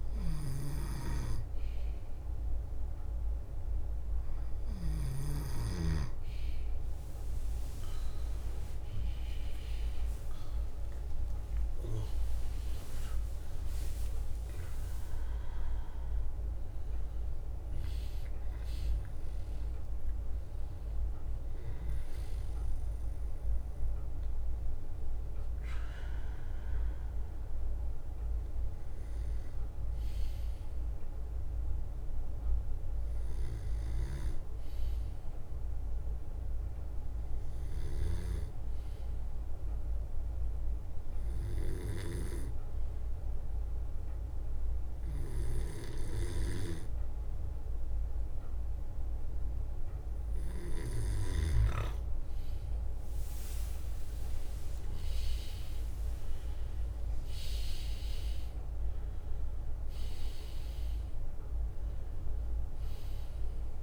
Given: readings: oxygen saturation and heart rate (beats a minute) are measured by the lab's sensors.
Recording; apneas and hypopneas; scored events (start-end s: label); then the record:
breathing in sleep by a room microphone; 1
0.00-3.50 s: bradycardia (device-marked, heart rate 53 extreme)
0.00-5.00 s: snoring (device-marked)
5.00-6.00 s: leg movement (device-marked)
6.50-8.50 s: long interval between heartbeats (device-marked, heart rate 55 before, 65 extreme)
6.50-10.50 s: leg movement (device-marked)
7.00-12.00 s: arousal
7.50-11.50 s: tachycardia (device-marked, heart rate 57 before, 107 extreme)
9.50-11.50 s: long interval between heartbeats (device-marked, heart rate 57 before, 95 extreme)
11.00-18.50 s: leg movement (device-marked)
11.50-23.50 s: drop in pulse transit time (device-marked, heart rate 62 before, 69 extreme)
20.00-22.00 s: leg movement (device-marked)
32.50-52.50 s: bradycardia (device-marked, heart rate 58 before, 54 extreme)
41.00-51.50 s: hypopnea (oxygen 99% before, 95% lowest, heart rate 63 before, 54 extreme, up 11 after)
41.50-43.00 s: leg movement (device-marked)
51.00-52.00 s: leg movement (device-marked)
52.50-57.50 s: leg movement (device-marked)
53.50-57.50 s: arousal
61.50-63.50 s: leg movement (device-marked)
From the record:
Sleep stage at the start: N2 (light sleep); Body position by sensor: on the back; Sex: male